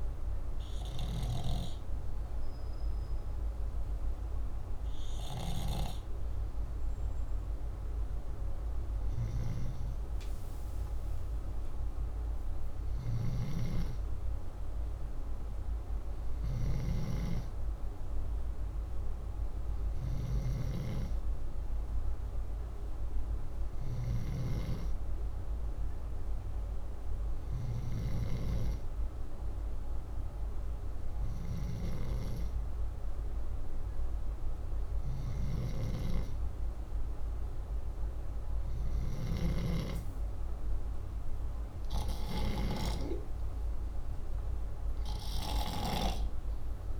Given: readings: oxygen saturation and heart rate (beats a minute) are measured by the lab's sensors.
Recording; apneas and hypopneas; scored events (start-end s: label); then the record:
breathing in sleep by a room microphone; none
37.50-47.00 s: oxygen desaturation (device-marked, oxygen 98% before, 94% lowest, heart rate 64 before, 63 extreme)
38.50-42.50 s: snoring (device-marked)
From the record:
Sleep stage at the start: N2 (light sleep); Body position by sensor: upright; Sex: male